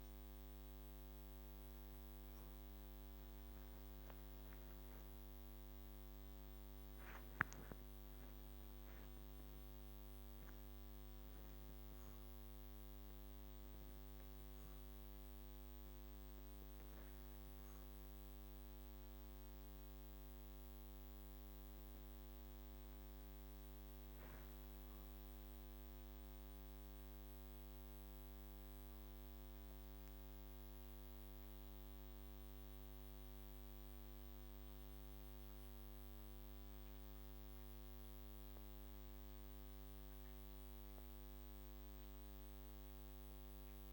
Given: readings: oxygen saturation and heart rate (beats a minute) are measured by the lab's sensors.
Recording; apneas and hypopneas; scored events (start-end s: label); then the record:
a person awake in a sleep study, hard to hear, by a microphone on the trachea; none
none scored
From the record:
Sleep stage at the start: awake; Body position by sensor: upright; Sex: male